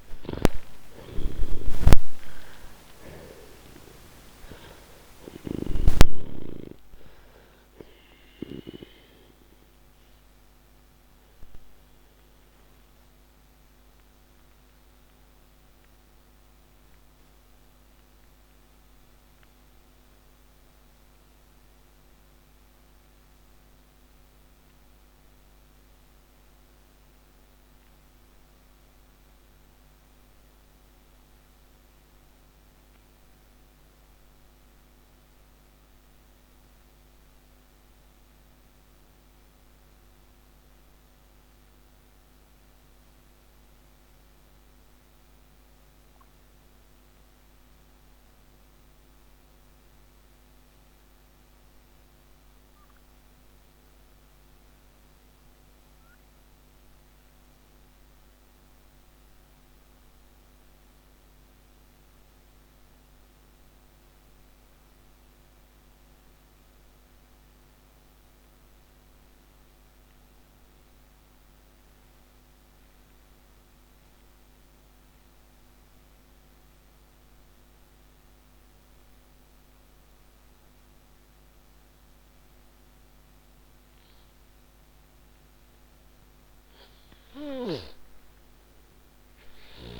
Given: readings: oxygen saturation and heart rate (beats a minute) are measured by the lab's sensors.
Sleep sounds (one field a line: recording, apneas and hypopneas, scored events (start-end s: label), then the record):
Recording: breathing in sleep by a microphone on the trachea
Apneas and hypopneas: 1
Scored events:
0.00-1.00 s: arousal
0.00-5.00 s: snoring (device-marked)
0.00-47.00 s: oxygen desaturation (device-marked, oxygen 79% lowest, heart rate 46 extreme)
7.00-85.50 s: mixed apnea (oxygen 98% before, 76% lowest, heart rate 82 before, 50 extreme)
74.00-90.00 s: oxygen desaturation (device-marked, oxygen 98% before, 76% lowest, heart rate 101 before, 50 extreme)
88.00-90.00 s: arousal
From the record:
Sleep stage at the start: N2 (light sleep)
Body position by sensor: on the back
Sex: male